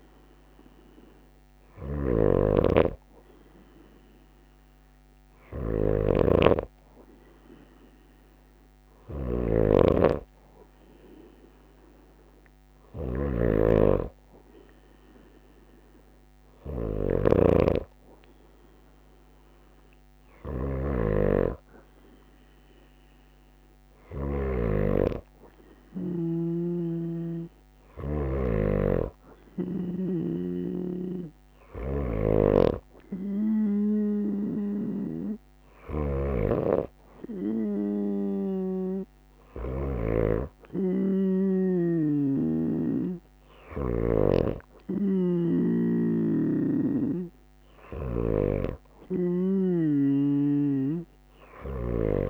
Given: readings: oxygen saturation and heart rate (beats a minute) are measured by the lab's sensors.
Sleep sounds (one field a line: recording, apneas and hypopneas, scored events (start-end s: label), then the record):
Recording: breathing in sleep by a microphone on the trachea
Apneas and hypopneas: none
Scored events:
0.00-9.00 s: snoring (device-marked)
41.00-49.50 s: snoring (device-marked)
From the record:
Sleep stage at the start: N2 (light sleep)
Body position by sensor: on the right side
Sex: female